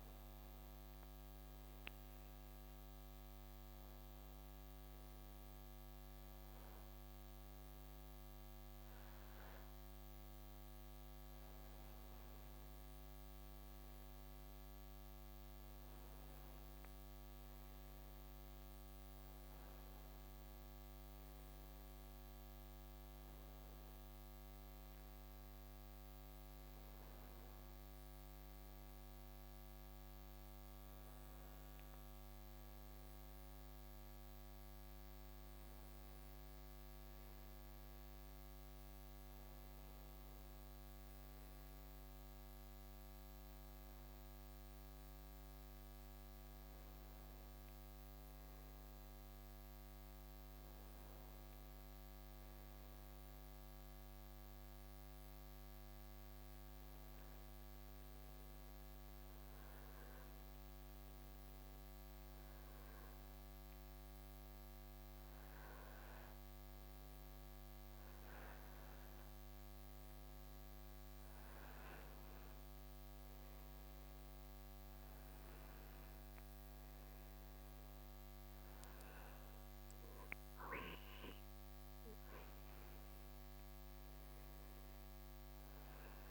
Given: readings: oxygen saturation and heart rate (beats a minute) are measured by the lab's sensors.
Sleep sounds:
breathing in sleep, hard to hear, by a microphone on the trachea; 1
56.50-69.00 s: obstructive apnea (oxygen 96% before, 93% lowest, heart rate 64 before, 64 extreme, up 3 after)
71.00-74.00 s: arousal
From the record:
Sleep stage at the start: N2 (light sleep); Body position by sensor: on the back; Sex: male

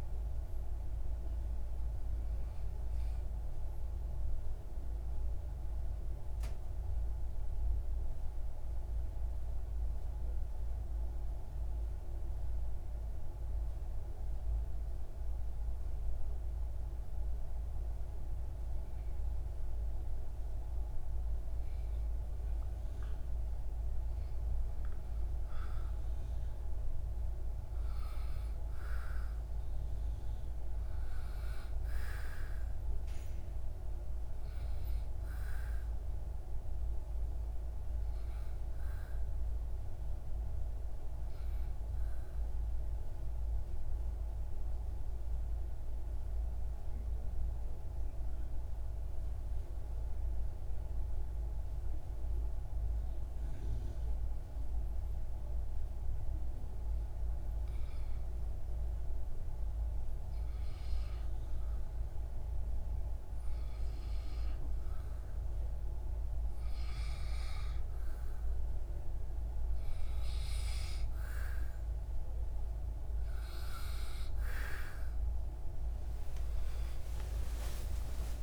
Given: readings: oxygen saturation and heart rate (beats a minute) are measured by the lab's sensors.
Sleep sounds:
breathing in sleep, hard to hear, by a room microphone; 2
3.50-20.50 s: central apnea (oxygen 93% before, 92% lowest, heart rate 80 before, 61 extreme, up 1 after)
23.50-28.00 s: arousal
28.50-44.50 s: oxygen desaturation (device-marked, oxygen 98% before, 94% lowest, heart rate 64 before, 61 extreme)
39.00-63.50 s: obstructive apnea (oxygen 98% before, 91% lowest, heart rate 64 before, 29 extreme, up 1 after)
64.50-78.43 s: oxygen desaturation (device-marked, oxygen 97% before, 91% lowest, heart rate 61 before, 26 extreme)
75.00-78.43 s: arousal
From the record:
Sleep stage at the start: N2 (light sleep); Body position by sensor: on the back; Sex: male

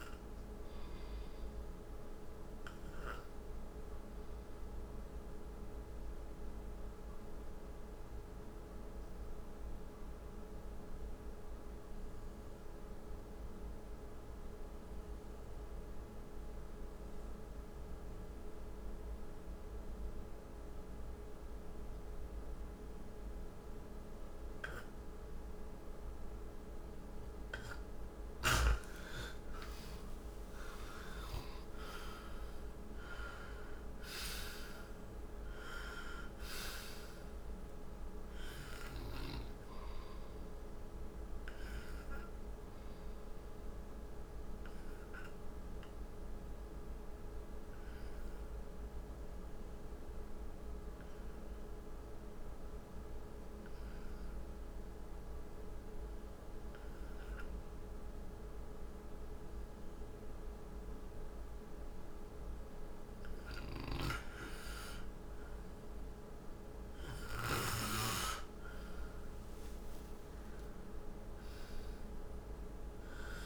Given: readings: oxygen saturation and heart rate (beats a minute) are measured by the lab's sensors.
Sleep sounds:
breathing in sleep, hard to hear, by a room microphone; 2
6.50-26.50 s: obstructive apnea (oxygen 97% before, 84% lowest, heart rate 65 before, 56 extreme, up 20 after)
22.00-56.00 s: oxygen desaturation (device-marked, oxygen 96% before, 84% lowest, heart rate 57 before, 55 extreme)
28.50-31.50 s: arousal
44.50-63.00 s: obstructive apnea (oxygen 96% before, 84% lowest, heart rate 71 before, 55 extreme, up 9 after)
63.50-67.50 s: snoring (device-marked)
65.00-69.00 s: arousal
70.00-73.46 s: oxygen desaturation (device-marked, oxygen 98% before, 93% lowest, heart rate 63 before, 55 extreme)
From the record:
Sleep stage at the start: N2 (light sleep); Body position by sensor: on the right side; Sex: male

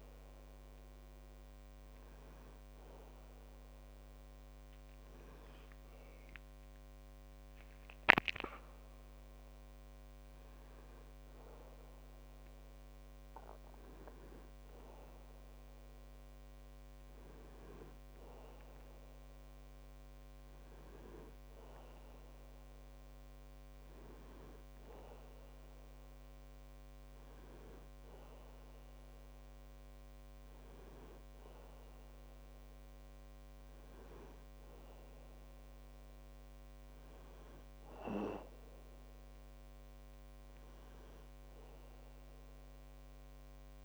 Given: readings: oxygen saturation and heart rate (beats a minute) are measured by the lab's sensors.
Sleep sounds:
a person awake in a sleep study, by a microphone on the trachea; none
26.00-43.85 s: new sleep stage, N1 (lightest sleep)
From the record:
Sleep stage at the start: awake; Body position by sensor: on the back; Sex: male

